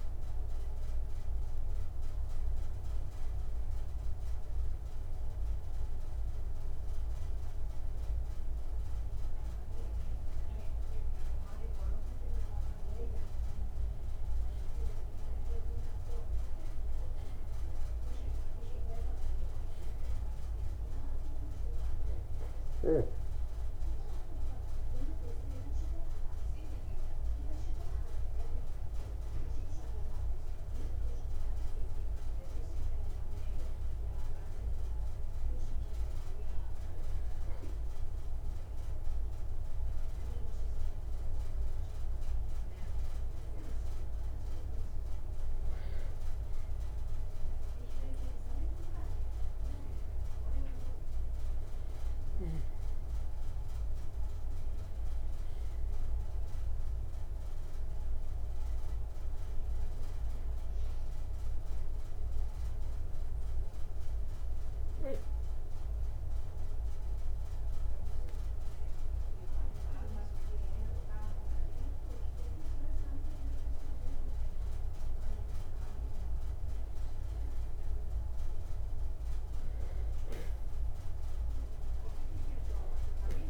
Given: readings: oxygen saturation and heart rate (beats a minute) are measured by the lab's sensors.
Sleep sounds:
breathing in sleep, hard to hear, by a room microphone; 2
0.00-19.50 s: oxygen desaturation (device-marked, oxygen 91% lowest, heart rate 63 extreme)
1.00-12.00 s: hypopnea (oxygen 95% before, 91% lowest, heart rate 66 before, 64 extreme, up 3 after)
15.00-19.50 s: arousal
35.50-46.00 s: hypopnea (oxygen 96% before, 90% lowest, heart rate 66 before, 64 extreme, up 4 after)
49.50-53.50 s: arousal
63.50-83.49 s: oxygen desaturation (device-marked, oxygen 95% before, 90% lowest, heart rate 90 before, 73 extreme)
From the record:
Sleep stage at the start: N2 (light sleep); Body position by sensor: on the back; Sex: male

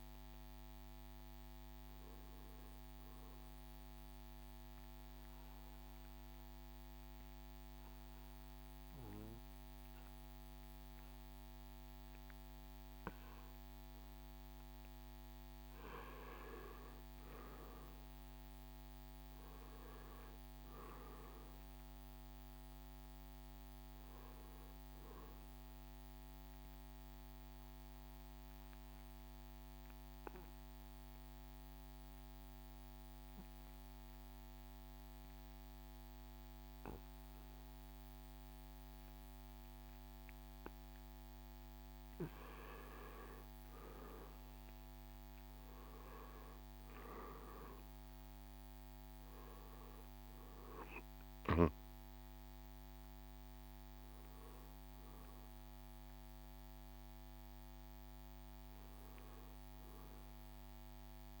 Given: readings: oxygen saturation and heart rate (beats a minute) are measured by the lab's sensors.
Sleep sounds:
breathing in sleep, hard to hear, by a microphone on the trachea; 2
0.00-3.00 s: oxygen desaturation (device-marked, oxygen 87% lowest, heart rate 66 extreme)
4.00-15.00 s: obstructive apnea (oxygen 96% before, 87% lowest, heart rate 73 before, 63 extreme, up 6 after)
6.00-61.40 s: new sleep stage, N2 (light sleep)
17.50-21.50 s: arousal
24.00-38.00 s: oxygen desaturation (device-marked, oxygen 95% before, 89% lowest, heart rate 70 before, 63 extreme)
26.00-43.00 s: mixed apnea (oxygen 96% before, 87% lowest, heart rate 70 before, 63 extreme, up 8 after)
44.00-61.40 s: oxygen desaturation (device-marked, oxygen 97% before, 87% lowest, heart rate 67 before, 66 extreme)
45.00-50.00 s: arousal
45.00-59.00 s: drop in pulse transit time (device-marked, heart rate 66 before, 68 extreme)
From the record:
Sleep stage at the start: N1 (lightest sleep); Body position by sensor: on the back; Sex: male

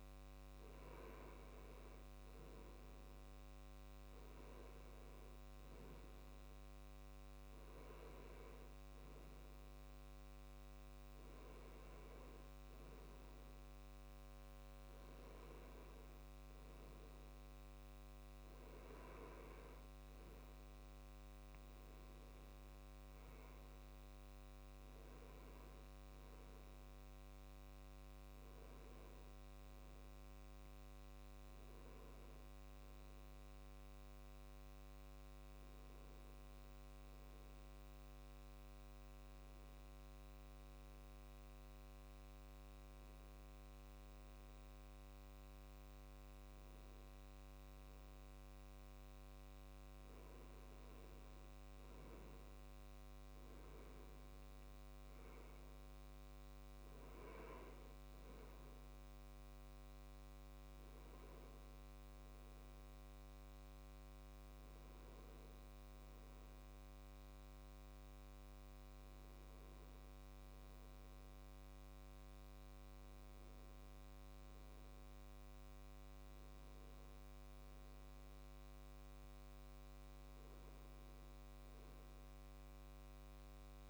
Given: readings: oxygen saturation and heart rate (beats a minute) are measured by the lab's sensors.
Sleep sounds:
breathing in sleep, hard to hear, by a microphone on the trachea; none
none scored
From the record:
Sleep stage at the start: N2 (light sleep); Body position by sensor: on the left side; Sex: male

